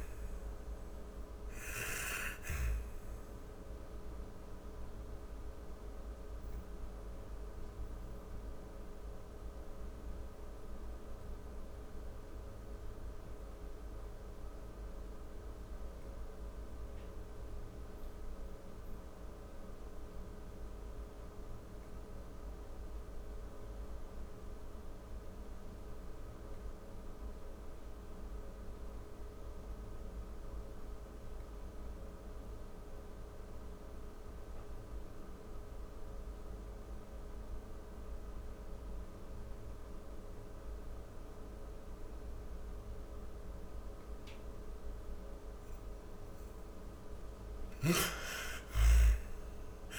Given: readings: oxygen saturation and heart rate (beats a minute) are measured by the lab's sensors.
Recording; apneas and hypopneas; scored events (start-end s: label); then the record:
breathing in sleep, hard to hear, by a room microphone; 1
0.00-21.00 s: oxygen desaturation (device-marked, oxygen 84% lowest, heart rate 45 extreme)
2.00-44.50 s: obstructive apnea (oxygen 98% before, 81% lowest, heart rate 105 before, 45 extreme, up 50 after)
36.00-49.99 s: oxygen desaturation (device-marked, oxygen 99% before, 81% lowest, heart rate 61 before, 52 extreme)
45.50-49.00 s: snoring (device-marked)
46.00-49.99 s: arousal
From the record:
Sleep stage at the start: N2 (light sleep); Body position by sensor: on the back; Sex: female